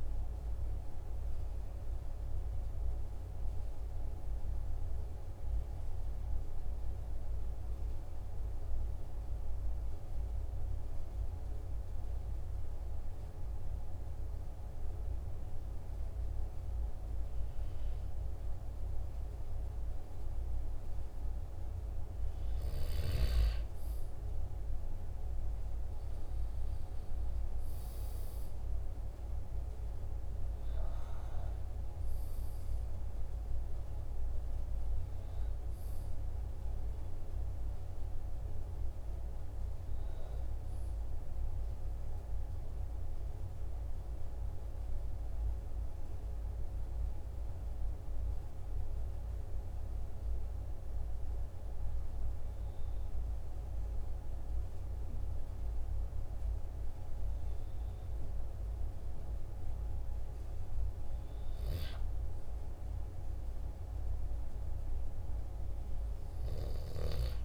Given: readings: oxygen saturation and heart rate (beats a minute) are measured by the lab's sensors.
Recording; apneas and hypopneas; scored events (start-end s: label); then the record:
breathing in sleep, hard to hear, by a room microphone; 2
0.00-11.50 s: oxygen desaturation (device-marked, oxygen 94% lowest, heart rate 45 extreme)
0.50-19.00 s: obstructive apnea (oxygen 98% before, 94% lowest, heart rate 48 before, 45 extreme, up 2 after)
24.50-29.00 s: arousal
43.50-61.00 s: hypopnea (oxygen 98% before, 95% lowest, heart rate 47 before, 45 extreme, up 1 after)
From the record:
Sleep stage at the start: N2 (light sleep); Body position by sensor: on the back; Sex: male